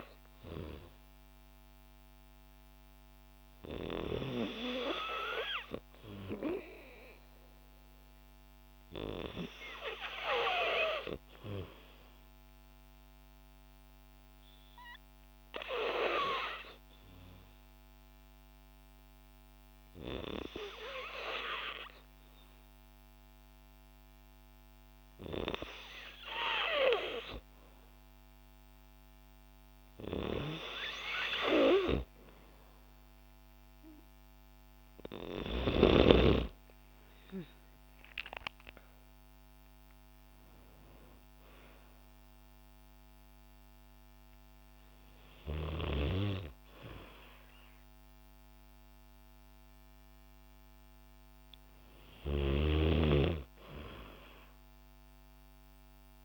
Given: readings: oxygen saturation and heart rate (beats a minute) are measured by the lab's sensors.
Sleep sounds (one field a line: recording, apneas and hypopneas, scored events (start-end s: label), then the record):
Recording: breathing in sleep by a microphone on the trachea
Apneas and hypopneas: 1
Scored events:
11.50-27.50 s: hypopnea (oxygen 94% before, 91% lowest, heart rate 57 before, 55 extreme, up 3 after)
34.00-52.00 s: oxygen desaturation (device-marked, oxygen 94% before, 91% lowest, heart rate 57 before, 55 extreme)
35.00-38.00 s: arousal
From the record:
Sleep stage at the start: N2 (light sleep)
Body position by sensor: on the back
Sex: female